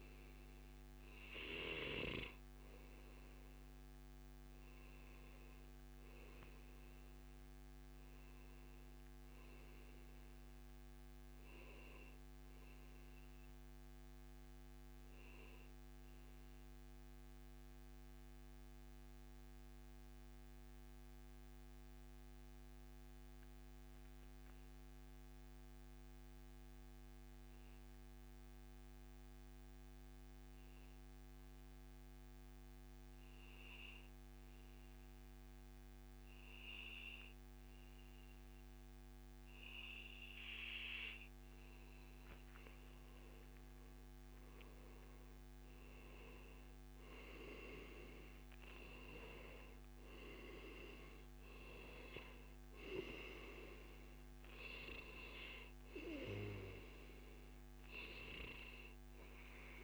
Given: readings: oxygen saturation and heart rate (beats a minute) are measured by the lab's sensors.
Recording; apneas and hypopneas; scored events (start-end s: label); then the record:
breathing in sleep by a microphone on the trachea; 1
12.50-14.50 s: long interval between heartbeats (device-marked, heart rate 104 before, 98 extreme)
12.50-39.00 s: mixed apnea (oxygen 98% before, 92% lowest, heart rate 104 before, 97 extreme, up 45 after)
42.50-47.50 s: arousal
48.50-58.50 s: oxygen desaturation (device-marked, oxygen 96% before, 92% lowest, heart rate 113 before, 142 extreme)
From the record:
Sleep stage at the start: N2 (light sleep); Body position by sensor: on the back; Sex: male